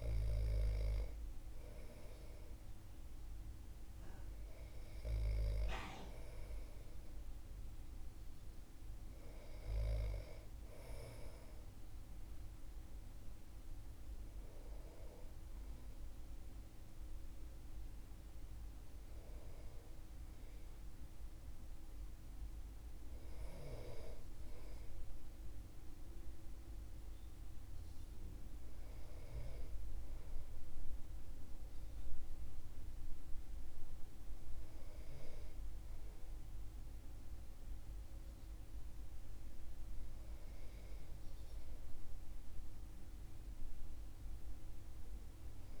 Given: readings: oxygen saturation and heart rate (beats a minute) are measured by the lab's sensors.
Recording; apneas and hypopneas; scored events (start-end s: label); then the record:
breathing in sleep by a room microphone; none
none scored
From the record:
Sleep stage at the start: N2 (light sleep); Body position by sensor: on the back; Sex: male